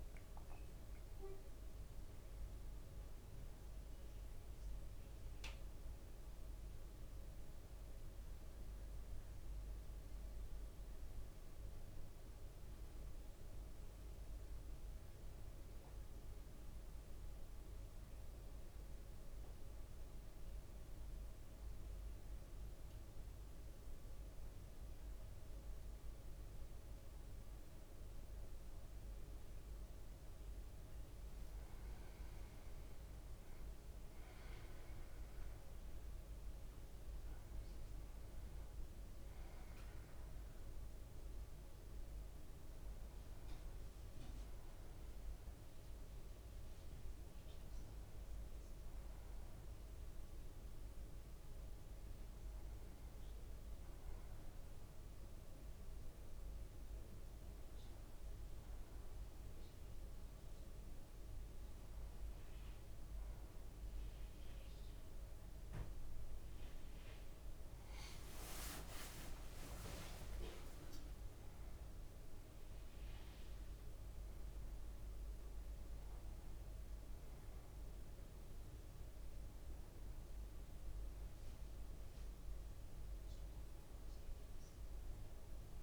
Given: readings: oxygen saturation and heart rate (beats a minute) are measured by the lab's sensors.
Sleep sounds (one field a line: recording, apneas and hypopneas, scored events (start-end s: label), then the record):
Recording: breathing in sleep, hard to hear, by a room microphone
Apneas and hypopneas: 1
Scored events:
0.00-2.50 s: oxygen desaturation (device-marked, oxygen 94% lowest, heart rate 55 extreme)
3.00-7.00 s: arousal
15.50-31.00 s: mixed apnea (oxygen 100% before, 94% lowest, heart rate 57 before, 55 extreme, up 4 after)
33.00-37.00 s: arousal
34.50-62.50 s: oxygen desaturation (device-marked, oxygen 99% before, 94% lowest, heart rate 56 before, 56 extreme)
47.50-85.83 s: new sleep stage, N1 (lightest sleep)
67.50-73.00 s: leg movement (device-marked)
68.50-72.50 s: arousal
From the record:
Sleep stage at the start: N2 (light sleep)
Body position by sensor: on the back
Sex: male